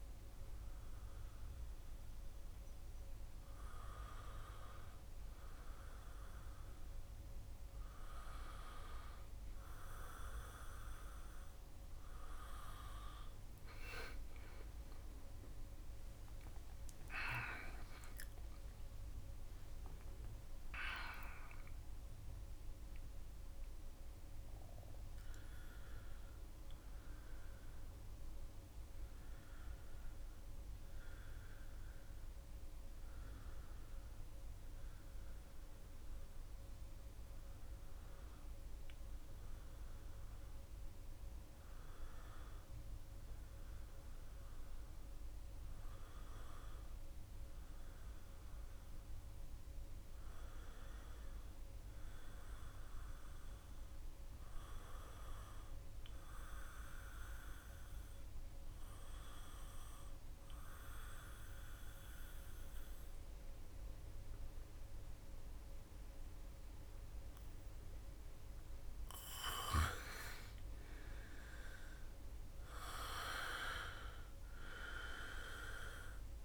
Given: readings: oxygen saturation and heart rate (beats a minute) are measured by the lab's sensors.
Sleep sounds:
breathing in sleep by a room microphone; 1
14.50-18.50 s: arousal
36.00-48.00 s: oxygen desaturation (device-marked, oxygen 96% before, 93% lowest, heart rate 76 before, 67 extreme)
46.00-68.00 s: obstructive apnea (oxygen 96% before, 89% lowest, heart rate 72 before, 67 extreme, up 4 after)
48.00-76.45 s: new sleep stage, N2 (light sleep)
70.00-73.50 s: arousal
From the record:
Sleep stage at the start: N1 (lightest sleep); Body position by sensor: on the back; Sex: male

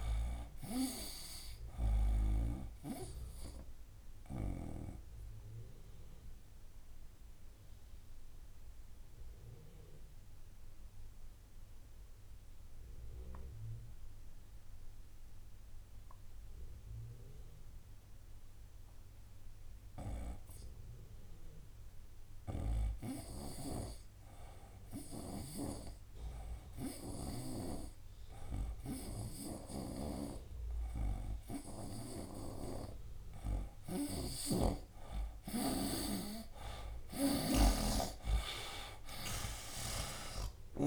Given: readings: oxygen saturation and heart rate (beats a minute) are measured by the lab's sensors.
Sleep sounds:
breathing in sleep by a room microphone; 1
0.00-17.00 s: oxygen desaturation (device-marked, oxygen 81% lowest, heart rate 67 extreme)
4.50-30.00 s: obstructive apnea (oxygen 92% before, 80% lowest, heart rate 78 before, 67 extreme, up 8 after)
19.00-40.87 s: oxygen desaturation (device-marked, oxygen 98% before, 80% lowest, heart rate 75 before, 64 extreme)
23.00-27.50 s: snoring (device-marked)
32.00-40.87 s: snoring (device-marked)
37.50-40.87 s: arousal
From the record:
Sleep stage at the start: N2 (light sleep); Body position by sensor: on the right side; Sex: male

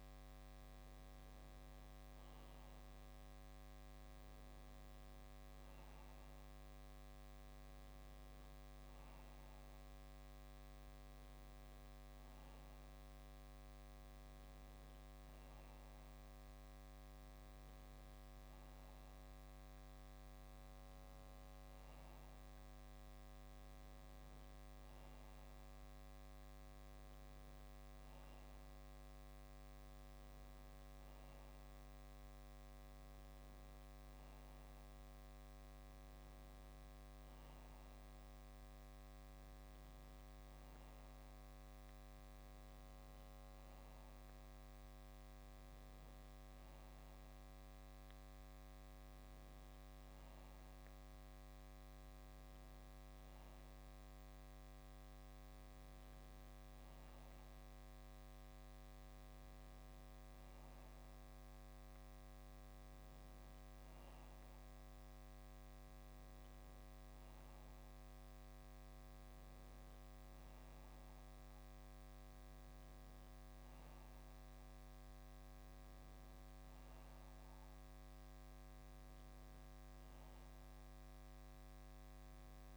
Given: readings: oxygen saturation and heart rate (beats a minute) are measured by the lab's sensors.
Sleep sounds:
breathing in sleep, hard to hear, by a microphone on the trachea; none
none scored
From the record:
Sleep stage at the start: N2 (light sleep); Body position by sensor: on the back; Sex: male

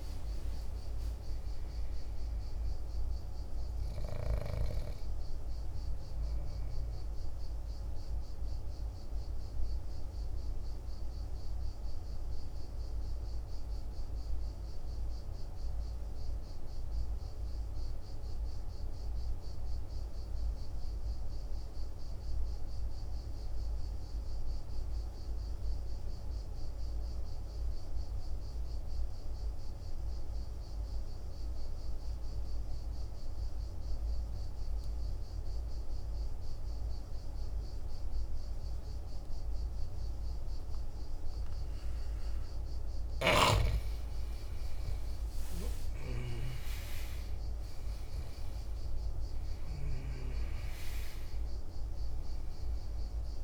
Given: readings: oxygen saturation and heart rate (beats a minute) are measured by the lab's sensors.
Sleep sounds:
breathing in sleep, hard to hear, by a room microphone; 1
0.00-18.50 s: oxygen desaturation (device-marked, oxygen 85% lowest, heart rate 48 extreme)
8.00-41.50 s: obstructive apnea (oxygen 97% before, 85% lowest, heart rate 59 before, 47 extreme, up 9 after)
34.50-53.44 s: oxygen desaturation (device-marked, oxygen 99% before, 87% lowest, heart rate 50 before, 47 extreme)
44.00-48.50 s: arousal
From the record:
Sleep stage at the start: N2 (light sleep); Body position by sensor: on the back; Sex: male

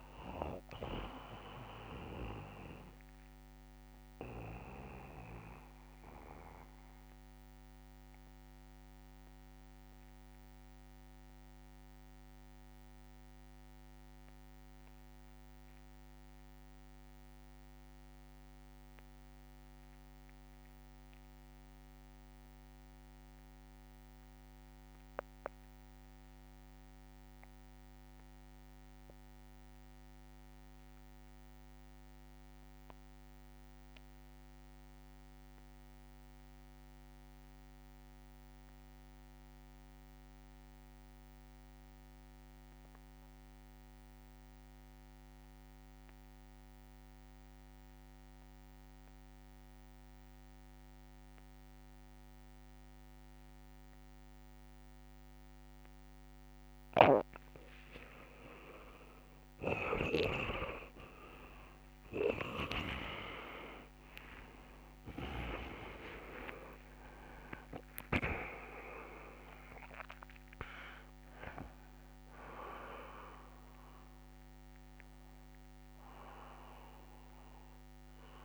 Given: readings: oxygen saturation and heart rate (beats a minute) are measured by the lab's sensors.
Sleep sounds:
breathing in sleep by a microphone on the trachea; 1
0.00-16.50 s: oxygen desaturation (device-marked, oxygen 69% lowest)
3.00-56.00 s: mixed apnea (oxygen 87% before, 66% lowest)
26.50-78.45 s: oxygen desaturation (device-marked, oxygen 100% before, 66% lowest)
56.50-60.00 s: snoring (device-marked)
58.50-63.50 s: arousal
From the record:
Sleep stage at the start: REM sleep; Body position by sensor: on the back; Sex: male

